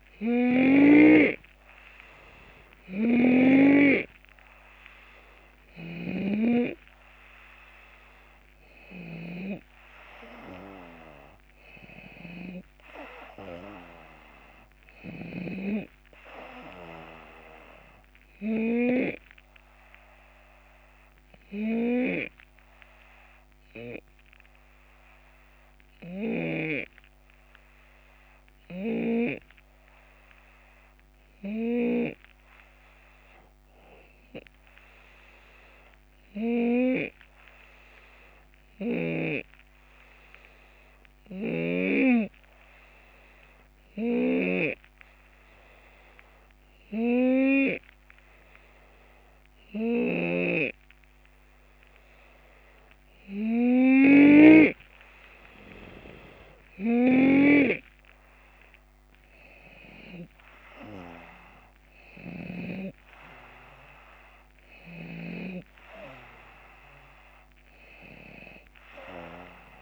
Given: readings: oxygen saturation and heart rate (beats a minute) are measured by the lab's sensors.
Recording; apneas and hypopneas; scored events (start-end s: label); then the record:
breathing in sleep by a microphone on the trachea; 1
0.00-3.50 s: snoring (device-marked)
4.50-17.50 s: drop in pulse transit time (device-marked, heart rate 74 before, 75 extreme)
18.50-51.50 s: hypopnea (oxygen 94% before, 89% lowest, heart rate 77 before, 70 extreme, up 4 after)
41.00-65.50 s: snoring (device-marked)
42.50-63.50 s: oxygen desaturation (device-marked, oxygen 94% before, 89% lowest, heart rate 71 before, 73 extreme)
56.50-69.82 s: drop in pulse transit time (device-marked, heart rate 73 before, 73 extreme)
64.00-68.00 s: arousal
From the record:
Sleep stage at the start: N2 (light sleep); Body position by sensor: on the left side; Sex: male